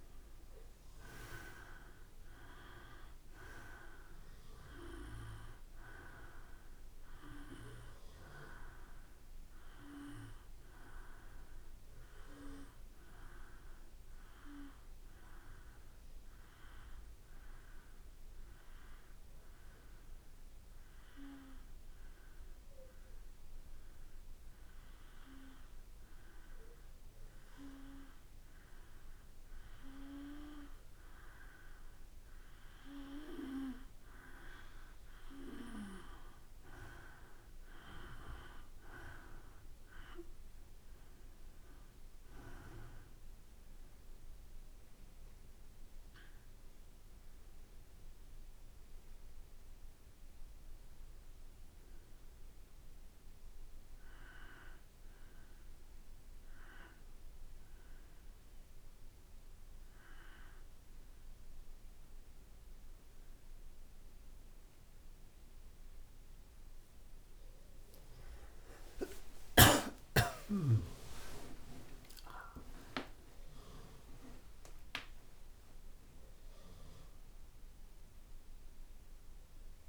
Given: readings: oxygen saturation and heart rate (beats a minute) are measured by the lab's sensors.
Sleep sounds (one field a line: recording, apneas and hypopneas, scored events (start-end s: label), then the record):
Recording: a person partly awake in a sleep study, by a room microphone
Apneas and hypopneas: 1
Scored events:
0.00-17.00 s: oxygen desaturation (device-marked, oxygen 88% lowest, heart rate 54 extreme)
16.50-32.50 s: hypopnea (oxygen 96% before, 91% lowest, heart rate 59 before, 54 extreme, up 4 after)
34.00-59.00 s: oxygen desaturation (device-marked, oxygen 96% before, 91% lowest, heart rate 55 before, 53 extreme)
37.00-41.00 s: arousal
57.00-79.89 s: new sleep stage, awake
68.00-73.00 s: tachycardia (device-marked, heart rate 57 before, 122 extreme)
69.50-71.50 s: long interval between heartbeats (device-marked, heart rate 55 before, 85 extreme)
70.00-79.89 s: drop in pulse transit time (device-marked, heart rate 57 before, 61 extreme)
72.50-74.50 s: long interval between heartbeats (device-marked, heart rate 61 before, 122 extreme)
From the record:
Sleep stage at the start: N2 (light sleep)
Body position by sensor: on the back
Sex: male